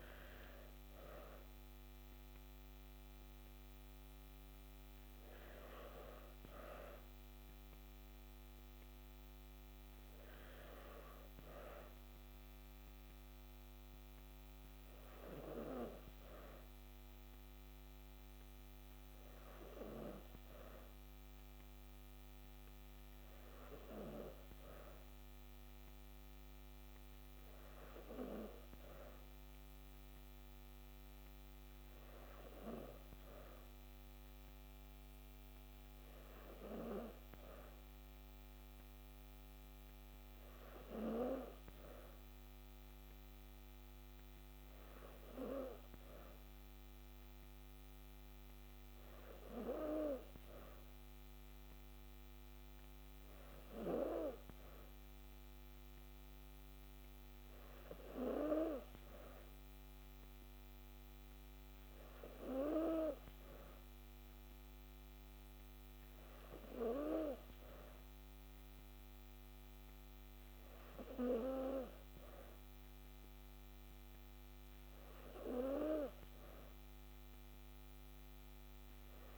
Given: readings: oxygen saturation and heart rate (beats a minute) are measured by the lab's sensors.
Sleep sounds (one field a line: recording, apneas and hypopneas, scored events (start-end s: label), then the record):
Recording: breathing in sleep by a microphone on the trachea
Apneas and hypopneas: none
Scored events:
none scored
From the record:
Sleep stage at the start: N3 (deep sleep)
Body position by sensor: on the back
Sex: female